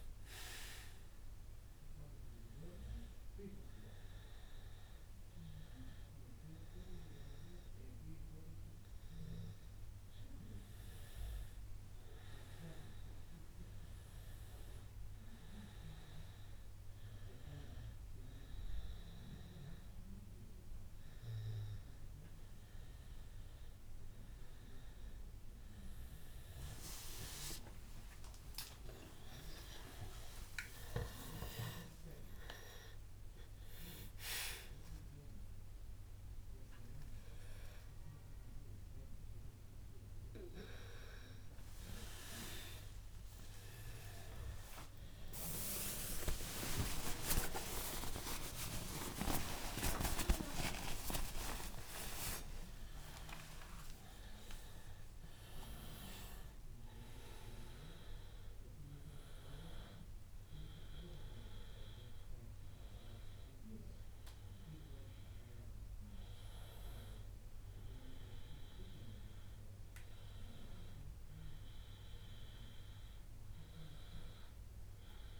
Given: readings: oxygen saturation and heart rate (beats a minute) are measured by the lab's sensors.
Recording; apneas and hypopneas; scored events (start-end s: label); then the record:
a person awake in a sleep study, by a room microphone; none
66.00-75.40 s: new sleep stage, N1 (lightest sleep)
From the record:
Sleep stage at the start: awake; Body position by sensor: on the back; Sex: male